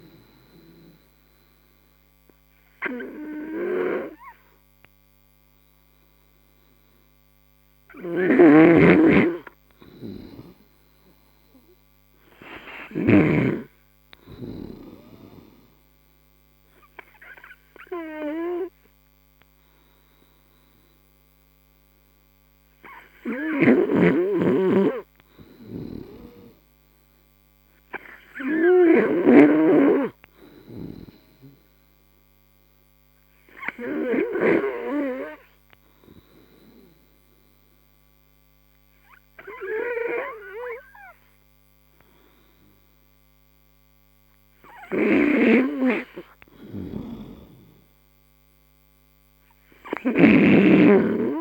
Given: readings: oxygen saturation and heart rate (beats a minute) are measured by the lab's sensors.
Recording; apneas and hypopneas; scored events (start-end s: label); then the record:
breathing in sleep by a microphone on the trachea; 2
0.00-6.50 s: oxygen desaturation (device-marked, oxygen 90% lowest)
0.50-11.00 s: obstructive apnea (oxygen 96% before, 87% lowest)
8.50-13.50 s: snoring (device-marked)
8.50-14.50 s: oxygen desaturation (device-marked, oxygen 92% before, 88% lowest)
21.50-25.00 s: arousal
32.50-40.50 s: oxygen desaturation (device-marked, oxygen 94% before, 90% lowest)
32.50-46.00 s: hypopnea (oxygen 94% before, 87% lowest)
50.00-51.41 s: arousal
From the record:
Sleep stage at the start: N3 (deep sleep); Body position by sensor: on the right side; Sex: male